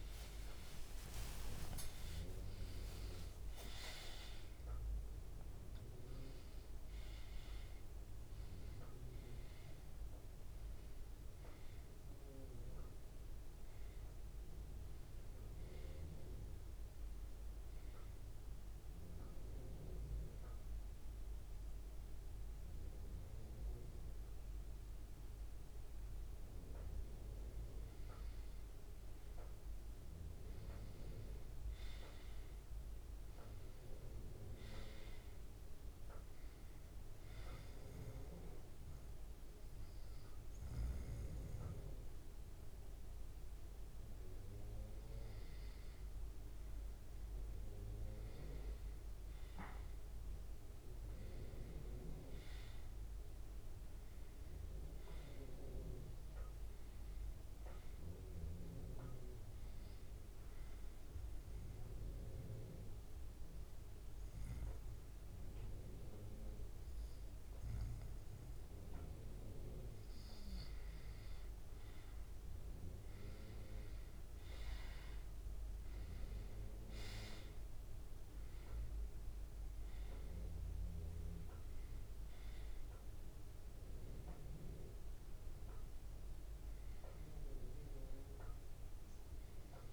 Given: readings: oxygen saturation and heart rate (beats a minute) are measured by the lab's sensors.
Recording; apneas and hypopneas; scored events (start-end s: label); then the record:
breathing in sleep by a room microphone; 1
0.00-7.00 s: oxygen desaturation (device-marked, oxygen 93% lowest, heart rate 74 extreme)
9.00-69.00 s: new sleep stage, N1 (lightest sleep)
14.00-29.00 s: oxygen desaturation (device-marked, oxygen 96% before, 92% lowest, heart rate 118 before, 69 extreme)
45.00-53.00 s: oxygen desaturation (device-marked, oxygen 99% before, 95% lowest, heart rate 74 before, 70 extreme)
53.50-57.00 s: arousal
60.00-71.00 s: obstructive apnea (oxygen 99% before, 92% lowest, heart rate 71 before, 70 extreme, up 4 after)
69.00-89.93 s: new sleep stage, N2 (light sleep)
74.50-79.50 s: arousal
85.00-89.93 s: oxygen desaturation (device-marked, oxygen 97% before, 92% lowest, heart rate 73 before, 71 extreme)
From the record:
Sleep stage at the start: N2 (light sleep); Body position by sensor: on the back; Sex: male